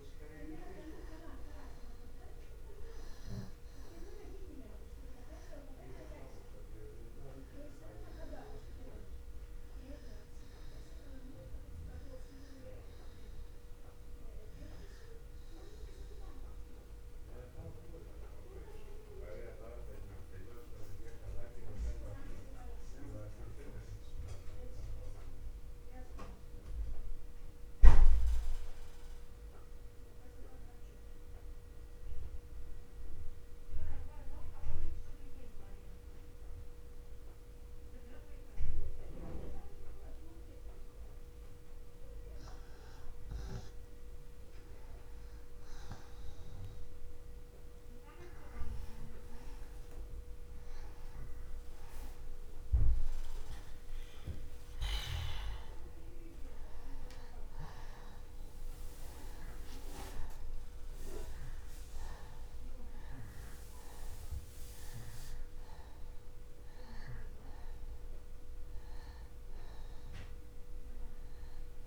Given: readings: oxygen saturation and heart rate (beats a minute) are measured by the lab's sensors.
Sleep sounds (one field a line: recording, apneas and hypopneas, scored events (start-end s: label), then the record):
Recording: breathing in sleep by a room microphone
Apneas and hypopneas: 1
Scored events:
0.00-28.00 s: oxygen desaturation (device-marked, oxygen 85% lowest, heart rate 47 extreme)
17.50-43.50 s: mixed apnea (oxygen 97% before, 85% lowest, heart rate 60 before, 56 extreme, up 0 after)
45.50-49.00 s: arousal
50.00-71.87 s: oxygen desaturation (device-marked, oxygen 98% before, 86% lowest, heart rate 64 before, 63 extreme)
From the record:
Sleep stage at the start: N2 (light sleep)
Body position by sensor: on the back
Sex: male